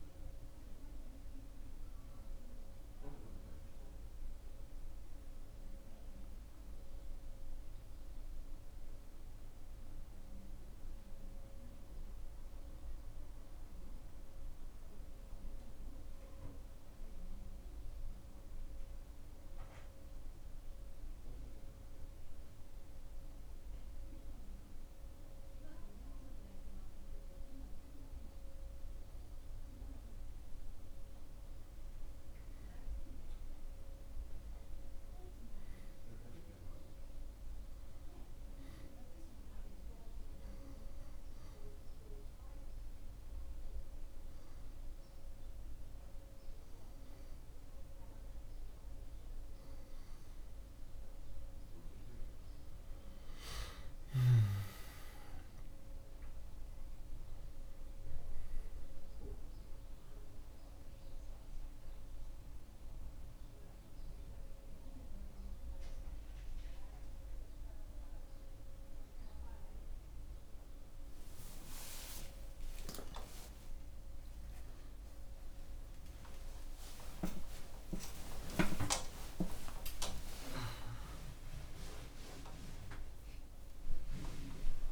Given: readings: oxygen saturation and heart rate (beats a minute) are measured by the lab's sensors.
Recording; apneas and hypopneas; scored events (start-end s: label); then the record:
a person partly awake in a sleep study, by a room microphone; 2
20.50-30.50 s: obstructive apnea (oxygen 95% before, 91% lowest, heart rate 68 before, 66 extreme, up 7 after)
33.00-35.50 s: arousal
39.00-50.50 s: obstructive apnea (oxygen 96% before, 91% lowest, heart rate 74 before, 79 extreme, up 19 after)
43.00-57.00 s: oxygen desaturation (device-marked, oxygen 95% before, 91% lowest, heart rate 75 before, 57 extreme)
63.00-84.92 s: new sleep stage, awake
From the record:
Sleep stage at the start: N2 (light sleep); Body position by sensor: on the back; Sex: male